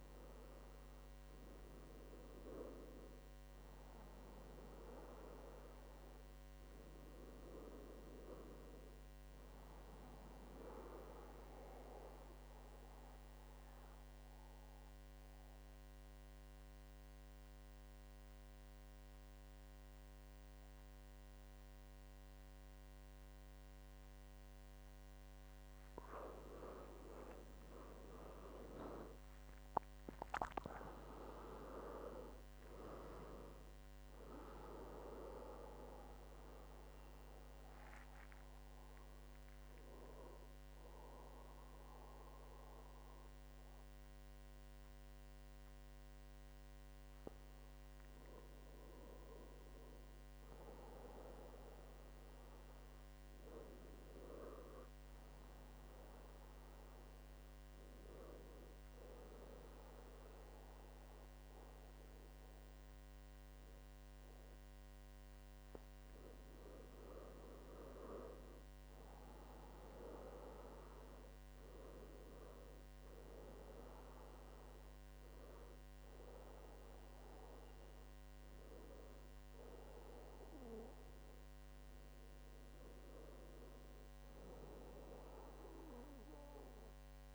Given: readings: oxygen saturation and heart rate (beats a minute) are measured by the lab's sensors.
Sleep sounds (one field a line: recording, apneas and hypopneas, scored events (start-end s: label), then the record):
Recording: breathing in sleep by a microphone on the trachea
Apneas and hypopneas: 2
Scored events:
5.00-9.00 s: arousal
7.00-87.35 s: new sleep stage, N2 (light sleep)
10.50-26.00 s: mixed apnea (oxygen 97% before, 94% lowest, heart rate 79 before, 70 extreme, up 12 after)
28.00-30.00 s: long interval between heartbeats (device-marked, heart rate 72 before, 75 extreme)
28.00-31.50 s: arousal
52.00-55.50 s: arousal
58.50-69.00 s: hypopnea (oxygen 98% before, 95% lowest, heart rate 76 before, 71 extreme, up 4 after)
71.50-74.50 s: arousal
From the record:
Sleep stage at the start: N1 (lightest sleep)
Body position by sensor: on the back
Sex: male